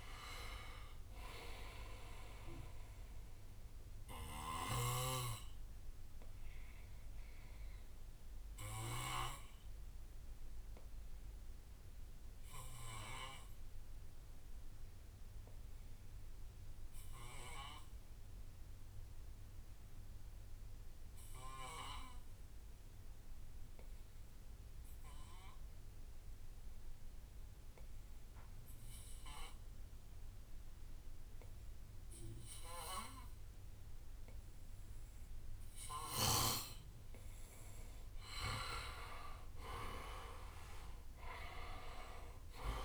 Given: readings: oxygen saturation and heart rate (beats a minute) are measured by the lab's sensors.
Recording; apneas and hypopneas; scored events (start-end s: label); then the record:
breathing in sleep by a room microphone; 1
0.00-5.50 s: drop in pulse transit time (device-marked, heart rate 63 extreme)
0.00-12.50 s: oxygen desaturation (device-marked, oxygen 90% lowest, heart rate 55 extreme)
4.50-11.50 s: bradycardia (device-marked, heart rate 64 before, 55 extreme)
5.50-36.00 s: obstructive apnea (oxygen 98% before, 88% lowest, heart rate 66 before, 54 extreme, up 10 after)
28.50-42.85 s: oxygen desaturation (device-marked, oxygen 98% before, 88% lowest, heart rate 60 before, 54 extreme)
38.00-41.50 s: arousal
From the record:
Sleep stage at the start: N2 (light sleep); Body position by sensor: on the back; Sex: male